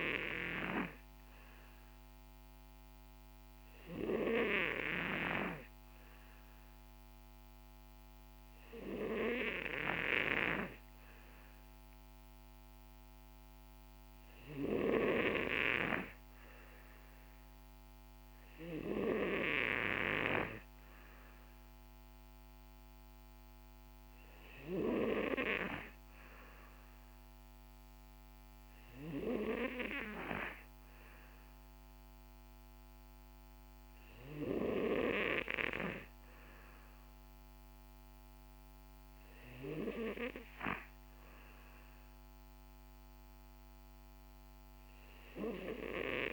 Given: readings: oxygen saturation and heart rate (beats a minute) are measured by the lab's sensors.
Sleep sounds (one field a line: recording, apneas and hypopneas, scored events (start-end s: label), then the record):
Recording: breathing in sleep by a microphone on the trachea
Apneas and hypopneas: none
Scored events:
none scored
From the record:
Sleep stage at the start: N2 (light sleep)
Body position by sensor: on the back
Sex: male